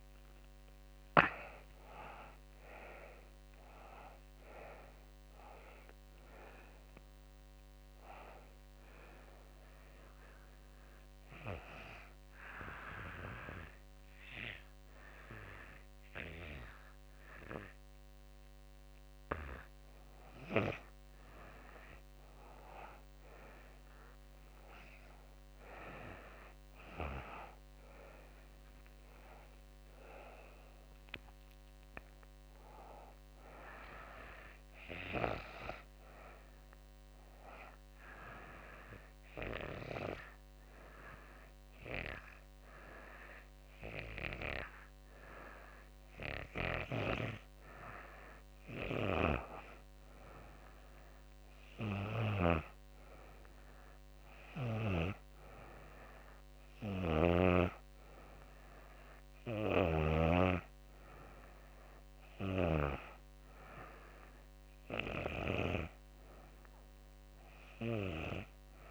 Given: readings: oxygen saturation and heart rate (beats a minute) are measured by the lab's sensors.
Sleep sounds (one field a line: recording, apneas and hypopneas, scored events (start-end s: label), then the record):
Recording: breathing in sleep by a microphone on the trachea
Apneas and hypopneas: 2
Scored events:
10.50-20.50 s: obstructive apnea (oxygen 95% before, 91% lowest, heart rate 91 before, 79 extreme, up 5 after)
22.00-27.00 s: arousal
22.50-39.50 s: oxygen desaturation (device-marked, oxygen 96% before, 91% lowest, heart rate 88 before, 78 extreme)
37.00-48.00 s: obstructive apnea (oxygen 96% before, 92% lowest, heart rate 84 before, 78 extreme, up 6 after)
50.50-54.00 s: arousal
51.50-63.50 s: oxygen desaturation (device-marked, oxygen 95% before, 92% lowest, heart rate 83 before, 78 extreme)
From the record:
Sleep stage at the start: N2 (light sleep)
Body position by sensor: on the back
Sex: female